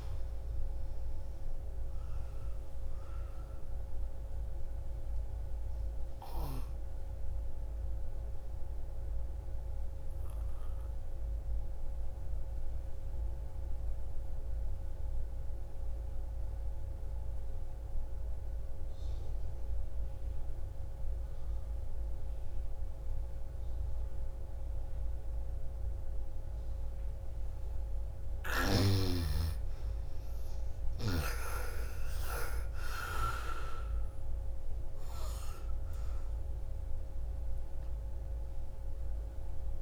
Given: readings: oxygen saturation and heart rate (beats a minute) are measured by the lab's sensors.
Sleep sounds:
breathing in sleep by a room microphone; 1
0.00-16.00 s: oxygen desaturation (device-marked, oxygen 86% lowest, heart rate 56 extreme)
10.00-26.50 s: obstructive apnea (oxygen 98% before, 84% lowest, heart rate 65 before, 54 extreme, up 13 after)
25.00-39.82 s: oxygen desaturation (device-marked, oxygen 99% before, 84% lowest, heart rate 59 before, 54 extreme)
28.50-33.00 s: arousal
From the record:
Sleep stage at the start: N2 (light sleep); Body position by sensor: on the right side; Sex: female

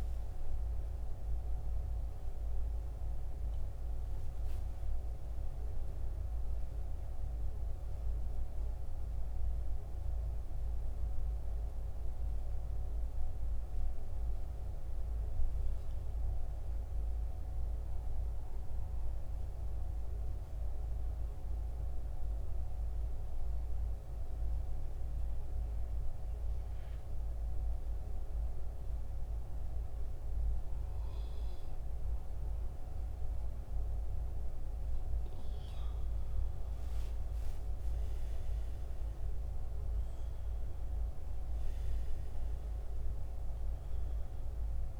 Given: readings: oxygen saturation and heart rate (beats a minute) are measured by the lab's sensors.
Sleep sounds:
breathing in sleep, hard to hear, by a room microphone; 1
17.00-34.00 s: mixed apnea (oxygen 96% before, 87% lowest, heart rate 82 before, 63 extreme, up 16 after)
33.00-45.00 s: oxygen desaturation (device-marked, oxygen 96% before, 87% lowest, heart rate 66 before, 65 extreme)
36.00-41.00 s: arousal
From the record:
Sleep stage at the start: N2 (light sleep); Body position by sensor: on the back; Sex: male

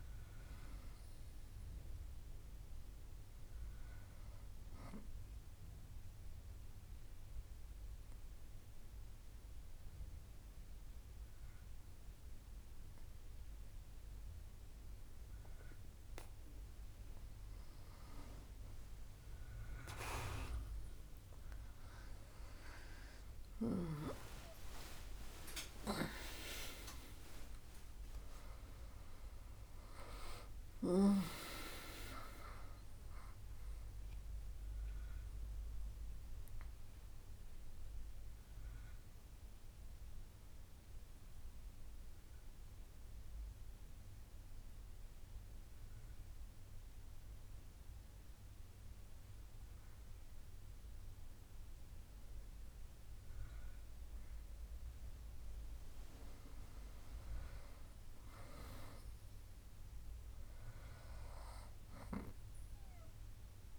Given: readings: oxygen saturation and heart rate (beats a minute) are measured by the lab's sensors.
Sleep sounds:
breathing in sleep by a room microphone; 2
5.50-18.00 s: obstructive apnea (oxygen 97% before, 96% lowest, heart rate 72 before, 70 extreme, up 49 after)
22.50-28.00 s: arousal
41.50-55.00 s: obstructive apnea (oxygen 98% before, 95% lowest, heart rate 107 before, 67 extreme, up 7 after)
From the record:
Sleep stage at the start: N2 (light sleep); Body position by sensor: on the back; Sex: female

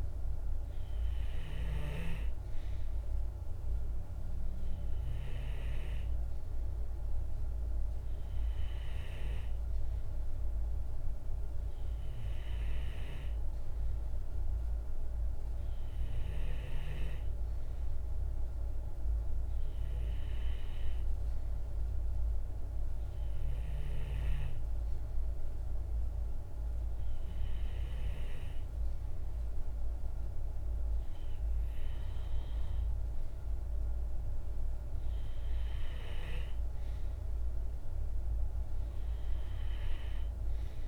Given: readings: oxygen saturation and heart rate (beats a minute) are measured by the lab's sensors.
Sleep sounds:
breathing in sleep, hard to hear, by a room microphone; 1
0.00-15.50 s: oxygen desaturation (device-marked, oxygen 93% lowest, heart rate 49 extreme)
11.50-30.00 s: hypopnea (oxygen 98% before, 94% lowest, heart rate 51 before, 50 extreme, up 1 after)
32.50-35.50 s: arousal
38.50-40.88 s: new sleep stage, REM sleep
From the record:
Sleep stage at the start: N2 (light sleep); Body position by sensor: on the back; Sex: male

